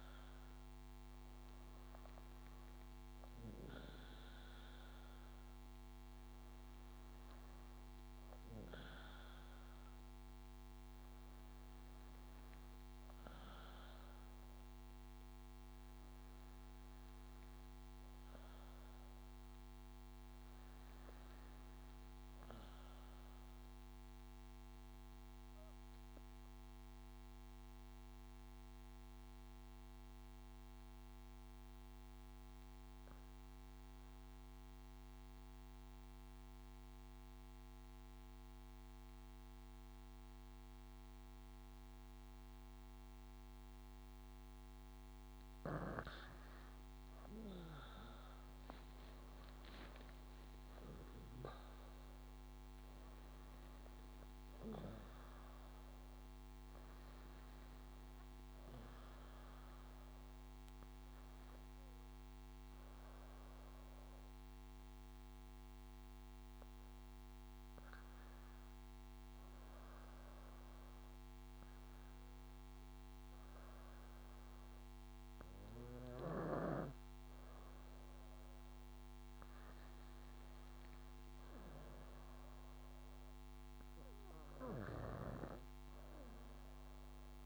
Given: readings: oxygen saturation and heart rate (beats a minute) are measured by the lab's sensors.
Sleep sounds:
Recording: breathing in sleep, hard to hear, by a microphone on the trachea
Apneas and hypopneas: 2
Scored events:
23.50-46.00 s: obstructive apnea (oxygen 98% before, 95% lowest, heart rate 57 before, 52 extreme, up 18 after)
30.00-39.00 s: drop in pulse transit time (device-marked, heart rate 57 before, 53 extreme)
48.00-50.00 s: leg movement (device-marked)
49.00-53.50 s: arousal
49.00-61.00 s: drop in pulse transit time (device-marked, heart rate 55 before, 64 extreme)
62.50-78.50 s: obstructive apnea (oxygen 98% before, 94% lowest, heart rate 64 before, 55 extreme, up 5 after)
80.50-84.50 s: arousal
84.50-87.46 s: snoring (device-marked)
From the record:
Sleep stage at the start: N2 (light sleep)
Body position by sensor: on the back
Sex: female

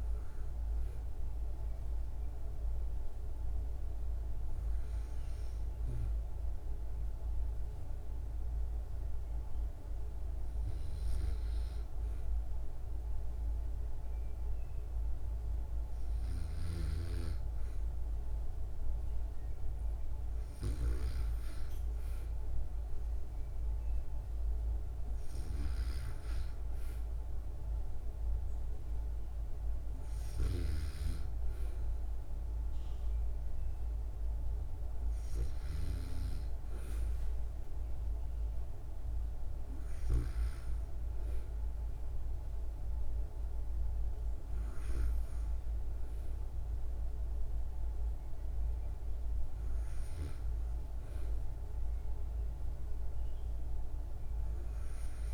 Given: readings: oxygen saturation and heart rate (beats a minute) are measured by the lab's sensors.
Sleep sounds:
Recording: breathing in sleep by a room microphone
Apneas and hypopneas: none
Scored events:
none scored
From the record:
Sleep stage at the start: N2 (light sleep)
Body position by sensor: on the back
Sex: female

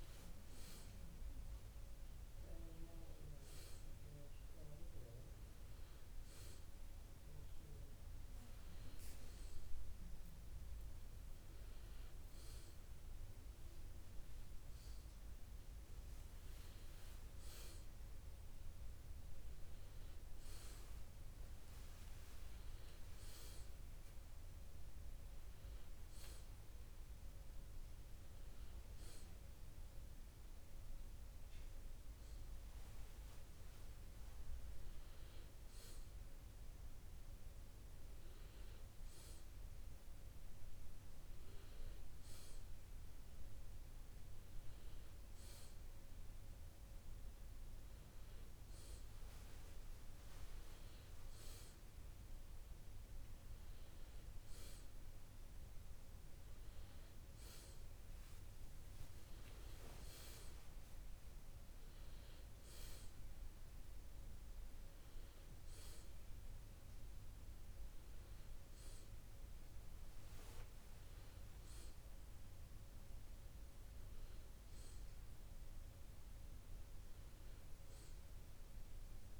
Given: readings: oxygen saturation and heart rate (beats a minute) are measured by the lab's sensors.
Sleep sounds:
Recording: a person partly awake in a sleep study, hard to hear, by a room microphone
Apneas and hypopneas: none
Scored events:
29.00-79.40 s: new sleep stage, N1 (lightest sleep)
From the record:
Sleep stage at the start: awake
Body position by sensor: on the back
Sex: male

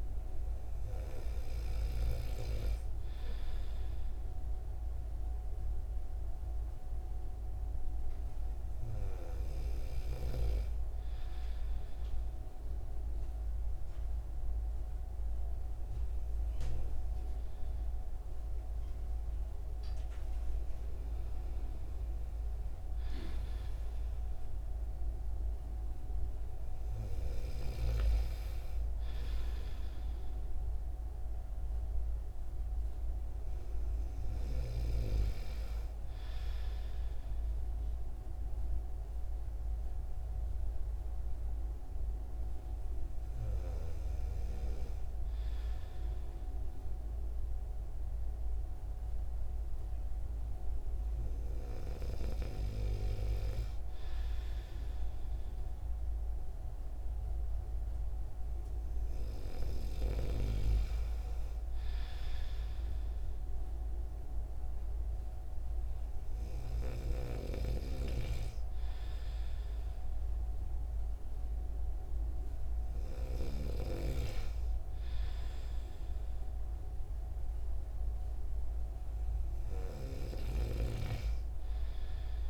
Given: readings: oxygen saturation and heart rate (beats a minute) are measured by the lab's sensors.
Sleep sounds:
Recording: breathing in sleep by a room microphone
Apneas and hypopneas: none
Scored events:
80.00-82.50 s: snoring (device-marked)
From the record:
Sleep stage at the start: N2 (light sleep)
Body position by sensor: on the right side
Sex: male

